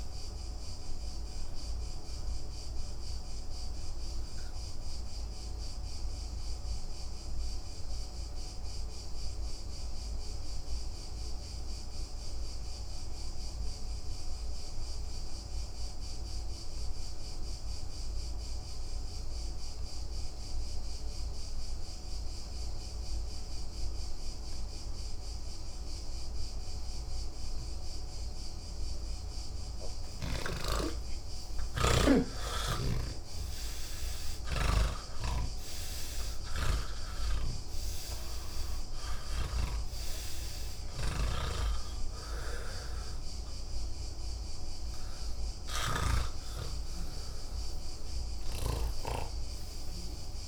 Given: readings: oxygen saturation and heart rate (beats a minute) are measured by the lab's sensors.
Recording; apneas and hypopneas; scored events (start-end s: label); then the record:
breathing in sleep by a room microphone; 1
0.00-17.00 s: oxygen desaturation (device-marked, oxygen 98% before, 81% lowest)
2.50-28.50 s: obstructive apnea (oxygen 98% before, 81% lowest, heart rate 140 before, 144 extreme, up 36 after)
22.00-50.48 s: oxygen desaturation (device-marked, oxygen 98% before, 83% lowest)
32.50-46.50 s: snoring (device-marked)
From the record:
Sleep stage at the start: N1 (lightest sleep); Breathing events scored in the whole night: 332 in 5.7 hours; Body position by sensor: on the back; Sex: male